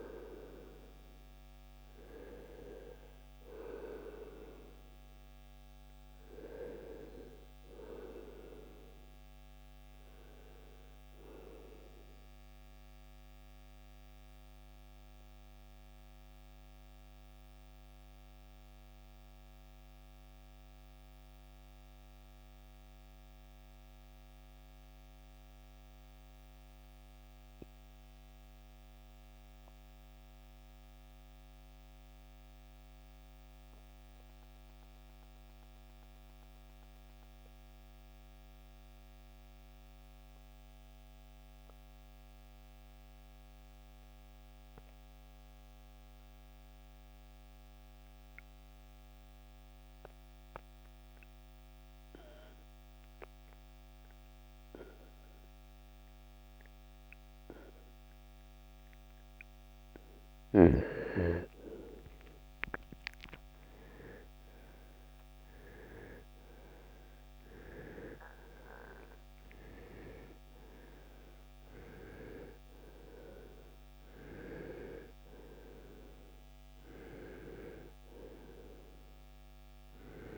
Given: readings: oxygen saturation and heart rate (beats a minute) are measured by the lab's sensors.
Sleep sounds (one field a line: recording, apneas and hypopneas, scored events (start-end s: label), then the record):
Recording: breathing in sleep by a microphone on the trachea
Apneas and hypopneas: 1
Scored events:
2.50-25.50 s: oxygen desaturation (device-marked, oxygen 92% before, 81% lowest, heart rate 79 before, 55 extreme)
11.50-59.50 s: mixed apnea (oxygen 92% before, 81% lowest, heart rate 80 before, 53 extreme, up 15 after)
54.50-80.38 s: oxygen desaturation (device-marked, oxygen 98% before, 81% lowest, heart rate 59 before, 57 extreme)
57.50-80.38 s: new sleep stage, REM sleep
61.00-66.00 s: arousal
From the record:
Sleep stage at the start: N2 (light sleep)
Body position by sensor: on the right side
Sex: male